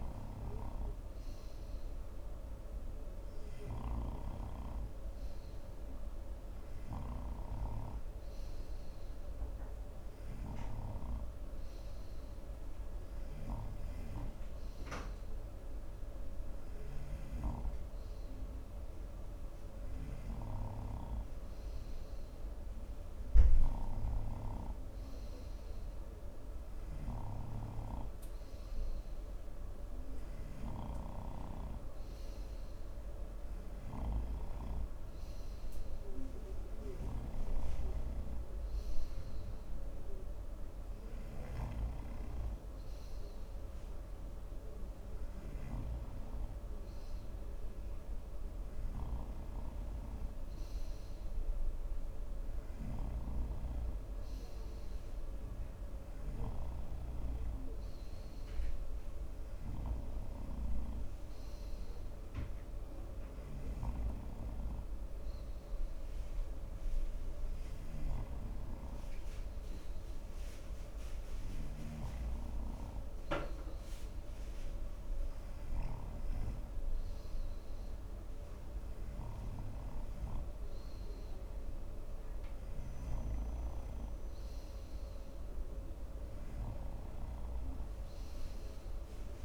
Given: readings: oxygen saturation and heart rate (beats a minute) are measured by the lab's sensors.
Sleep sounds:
breathing in sleep by a room microphone; none
none scored
From the record:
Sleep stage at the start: N2 (light sleep); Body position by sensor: on the front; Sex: male

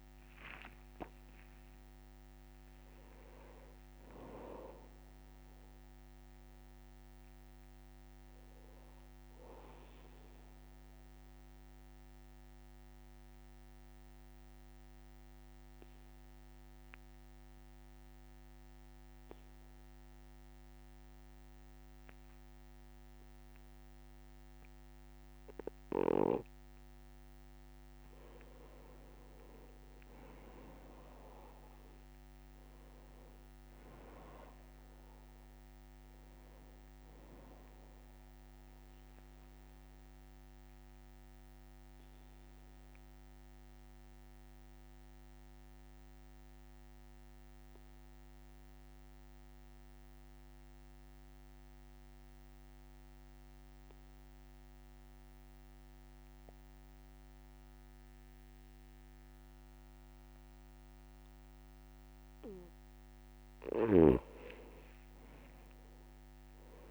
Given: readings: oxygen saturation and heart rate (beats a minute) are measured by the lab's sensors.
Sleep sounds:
breathing in sleep by a microphone on the trachea; 2
0.00-12.50 s: oxygen desaturation (device-marked, oxygen 94% lowest, heart rate 61 extreme)
4.50-8.50 s: arousal
10.50-27.50 s: obstructive apnea (oxygen 98% before, 92% lowest, heart rate 70 before, 61 extreme, up 3 after)
29.50-34.50 s: arousal
31.50-54.50 s: oxygen desaturation (device-marked, oxygen 99% before, 93% lowest, heart rate 62 before, 61 extreme)
40.00-62.50 s: obstructive apnea (oxygen 99% before, 92% lowest, heart rate 63 before, 60 extreme, up 3 after)
64.50-66.91 s: arousal
From the record:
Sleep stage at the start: N2 (light sleep); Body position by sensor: on the back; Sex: male

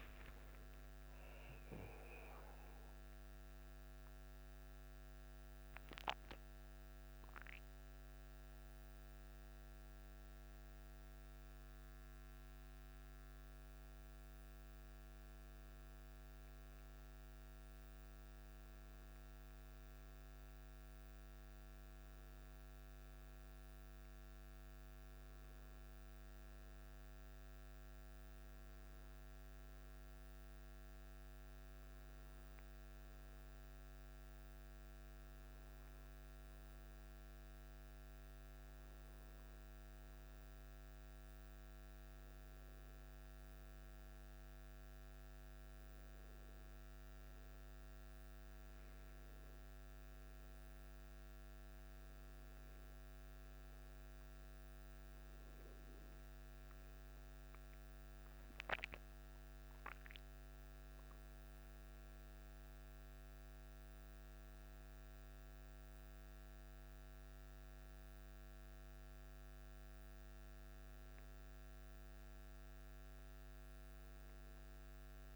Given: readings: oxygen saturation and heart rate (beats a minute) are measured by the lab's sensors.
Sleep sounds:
a person partly awake in a sleep study, hard to hear, by a microphone on the trachea; none
3.50-75.36 s: new sleep stage, N1 (lightest sleep)
56.00-60.00 s: arousal
From the record:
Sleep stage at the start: awake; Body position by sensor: on the back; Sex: male

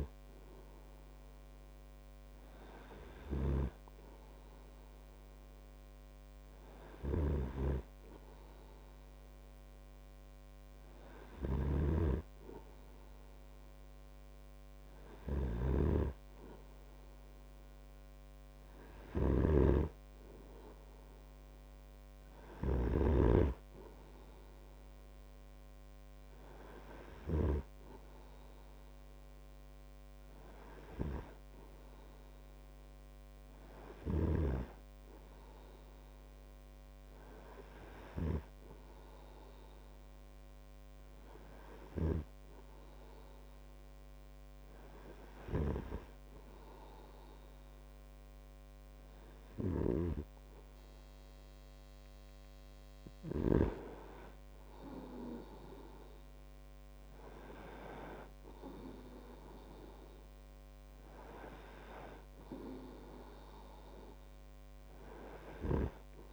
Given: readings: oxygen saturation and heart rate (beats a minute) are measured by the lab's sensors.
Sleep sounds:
breathing in sleep by a microphone on the trachea; none
0.00-28.00 s: snoring (device-marked)
50.00-54.00 s: snoring (device-marked)
From the record:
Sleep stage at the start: N2 (light sleep); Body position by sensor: on the right side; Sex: male

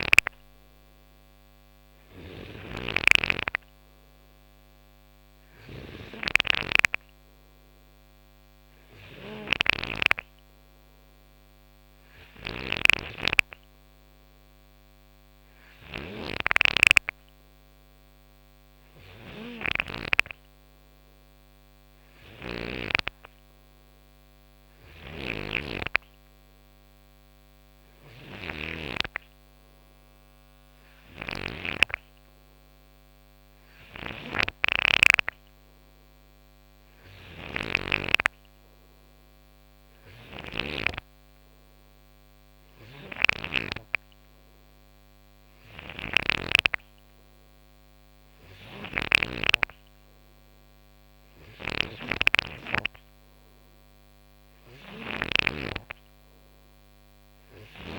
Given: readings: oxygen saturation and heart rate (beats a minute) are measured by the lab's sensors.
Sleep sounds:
breathing in sleep by a microphone on the trachea; none
0.00-22.50 s: snoring (device-marked)
24.50-31.50 s: snoring (device-marked)
33.50-40.50 s: snoring (device-marked)
42.50-46.00 s: snoring (device-marked)
48.00-57.99 s: snoring (device-marked)
From the record:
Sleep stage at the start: N3 (deep sleep); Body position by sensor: on the right side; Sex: male

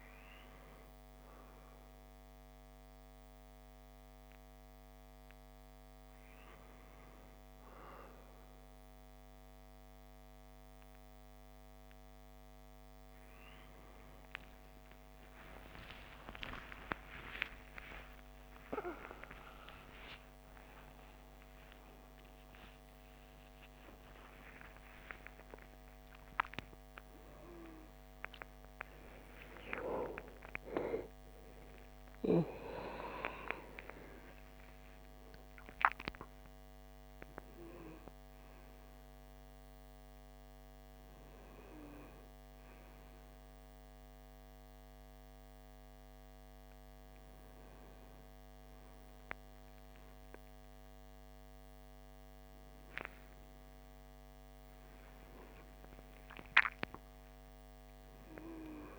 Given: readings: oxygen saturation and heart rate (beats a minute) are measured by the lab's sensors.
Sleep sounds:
a person awake in a sleep study, by a microphone on the trachea; none
6.00-58.98 s: new sleep stage, awake
From the record:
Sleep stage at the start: N1 (lightest sleep); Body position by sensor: on the right side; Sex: male

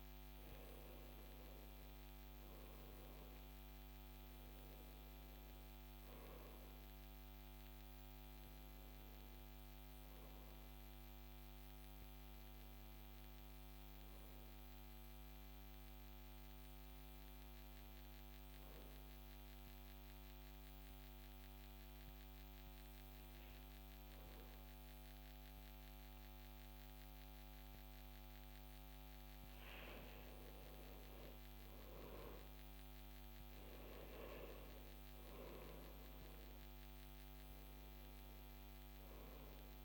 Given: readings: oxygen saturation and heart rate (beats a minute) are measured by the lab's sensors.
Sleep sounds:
breathing in sleep, hard to hear, by a microphone on the trachea; 1
10.00-15.00 s: arousal
18.00-30.50 s: hypopnea (oxygen 95% before, 92% lowest, heart rate 59 before, 49 extreme, up 7 after)
30.50-39.85 s: new sleep stage, N2 (light sleep)
31.00-36.50 s: arousal
From the record:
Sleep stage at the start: N1 (lightest sleep); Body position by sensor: on the back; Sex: male

